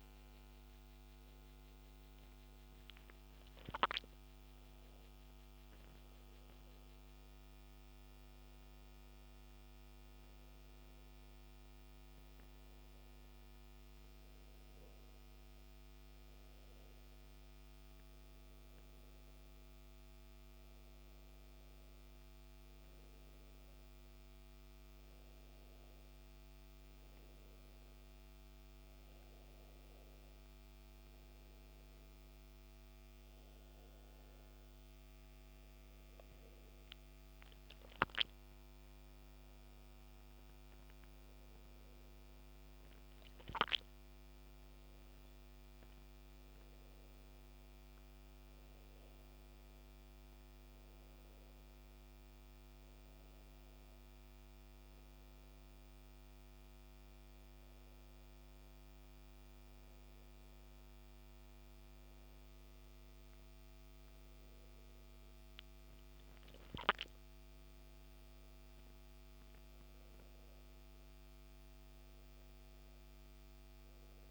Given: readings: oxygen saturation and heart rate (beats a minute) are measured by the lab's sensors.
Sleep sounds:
a person partly awake in a sleep study, hard to hear, by a microphone on the trachea; none
7.50-74.31 s: new sleep stage, N1 (lightest sleep)
From the record:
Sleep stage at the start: awake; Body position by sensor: on the back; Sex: male

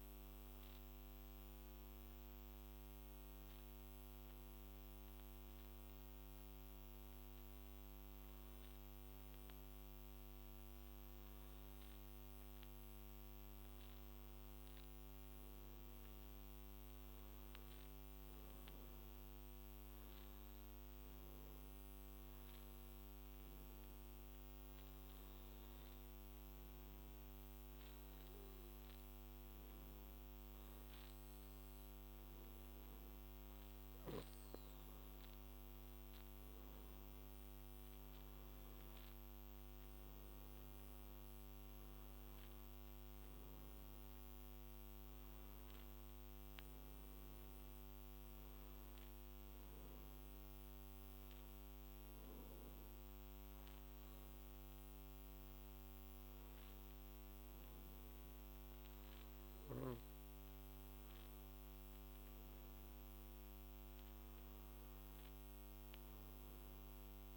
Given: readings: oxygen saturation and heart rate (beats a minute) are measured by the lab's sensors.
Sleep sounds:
breathing in sleep, hard to hear, by a microphone on the trachea; 3
3.50-14.00 s: hypopnea (oxygen 95% before, 92% lowest, heart rate 60 before, 50 extreme, up 5 after)
15.00-18.00 s: arousal
21.00-33.50 s: hypopnea (oxygen 97% before, 92% lowest, heart rate 60 before, 52 extreme, up 8 after)
36.00-40.50 s: arousal
50.50-61.50 s: hypopnea (oxygen 97% before, 92% lowest, heart rate 57 before, 55 extreme, up 5 after)
63.50-67.36 s: arousal
From the record:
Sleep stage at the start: N2 (light sleep); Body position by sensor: on the back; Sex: male

